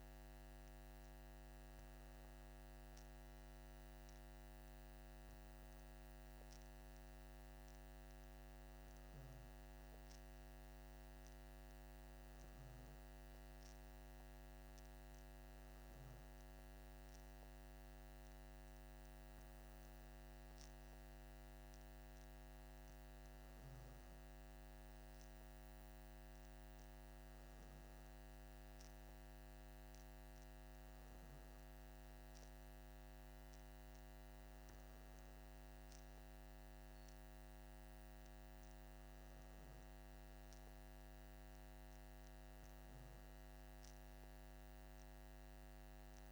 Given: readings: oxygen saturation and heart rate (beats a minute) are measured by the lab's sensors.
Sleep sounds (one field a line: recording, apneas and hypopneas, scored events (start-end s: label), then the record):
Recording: breathing in sleep, hard to hear, by a microphone on the trachea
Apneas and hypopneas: none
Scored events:
none scored
From the record:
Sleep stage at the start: N2 (light sleep)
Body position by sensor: on the back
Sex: male